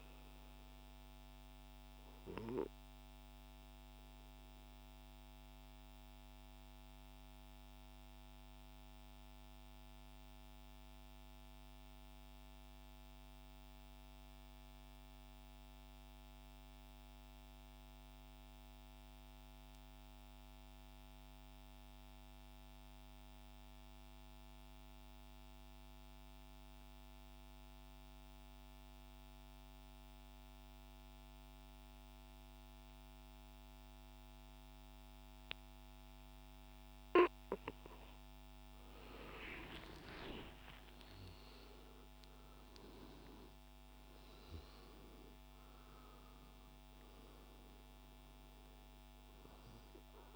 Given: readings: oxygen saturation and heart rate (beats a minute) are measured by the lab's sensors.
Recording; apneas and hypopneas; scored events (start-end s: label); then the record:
breathing in sleep by a microphone on the trachea; 1
0.00-8.50 s: oxygen desaturation (device-marked, oxygen 82% lowest, heart rate 62 extreme)
1.00-38.50 s: mixed apnea (oxygen 93% before, 82% lowest, heart rate 81 before, 61 extreme, up 15 after)
26.50-50.36 s: oxygen desaturation (device-marked, oxygen 99% before, 86% lowest, heart rate 65 before, 61 extreme)
39.50-43.50 s: arousal
From the record:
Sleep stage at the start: N2 (light sleep); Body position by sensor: on the back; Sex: male